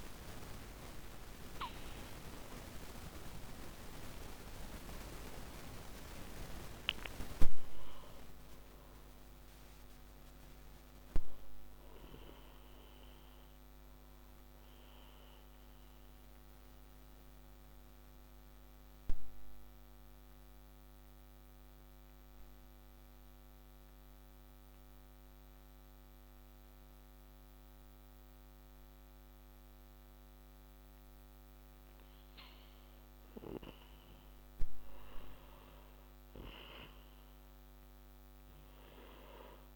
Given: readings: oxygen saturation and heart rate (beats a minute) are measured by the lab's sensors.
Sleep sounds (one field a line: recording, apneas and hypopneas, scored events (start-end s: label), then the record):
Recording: breathing in sleep by a microphone on the trachea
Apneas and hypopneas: 1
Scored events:
0.00-16.00 s: oxygen desaturation (device-marked, oxygen 94% lowest)
14.50-30.00 s: central apnea (oxygen 97% before, 95% lowest)
32.00-36.50 s: arousal
From the record:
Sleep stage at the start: N1 (lightest sleep)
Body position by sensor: on the back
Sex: male